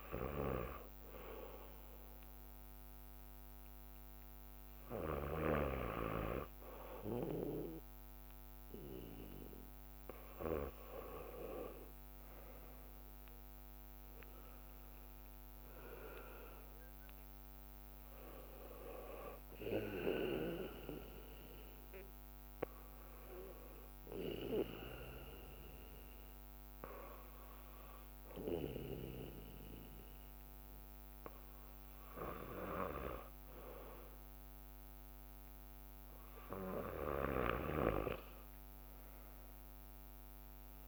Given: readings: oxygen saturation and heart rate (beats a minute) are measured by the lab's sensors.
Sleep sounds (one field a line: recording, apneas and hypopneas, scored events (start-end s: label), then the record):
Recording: breathing in sleep by a microphone on the trachea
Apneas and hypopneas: 1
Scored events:
0.00-16.00 s: drop in pulse transit time (device-marked, heart rate 59 extreme)
1.00-4.00 s: bradycardia (device-marked, heart rate 60 before, 60 extreme)
5.00-8.00 s: bradycardia (device-marked, heart rate 60 before, 59 extreme)
12.50-16.50 s: arousal
20.00-36.00 s: bradycardia (device-marked, heart rate 60 before, 58 extreme)
22.00-35.00 s: hypopnea (oxygen 97% before, 94% lowest, heart rate 60 before, 58 extreme, up 3 after)
38.00-40.88 s: arousal
38.50-40.50 s: leg movement (device-marked)
From the record:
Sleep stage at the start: N2 (light sleep)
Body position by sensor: on the back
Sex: male